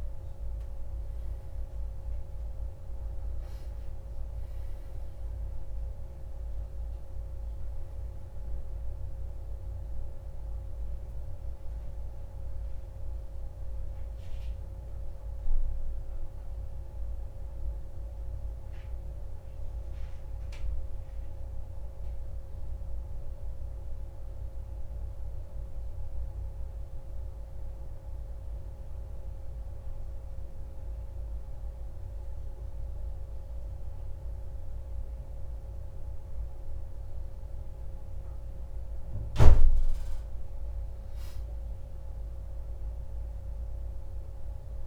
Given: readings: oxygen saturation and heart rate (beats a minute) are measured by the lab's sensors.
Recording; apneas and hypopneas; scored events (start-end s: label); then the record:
breathing in sleep, hard to hear, by a room microphone; 1
27.00-40.00 s: obstructive apnea (oxygen 96% before, 94% lowest)
42.00-44.86 s: arousal
From the record:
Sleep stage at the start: N1 (lightest sleep); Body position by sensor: on the back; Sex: male